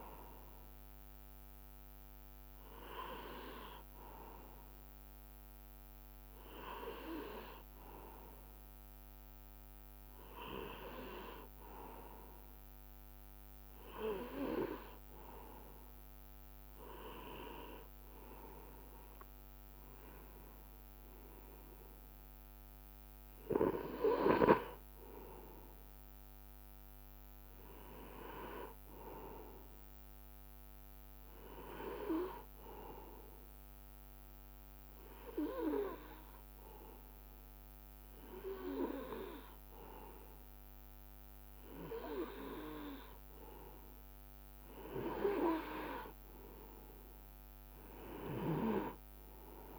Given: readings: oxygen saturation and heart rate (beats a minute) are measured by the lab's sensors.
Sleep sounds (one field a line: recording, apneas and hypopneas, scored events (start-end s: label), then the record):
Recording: breathing in sleep by a microphone on the trachea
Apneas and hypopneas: none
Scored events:
none scored
From the record:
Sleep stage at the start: N2 (light sleep)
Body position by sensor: on the right side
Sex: male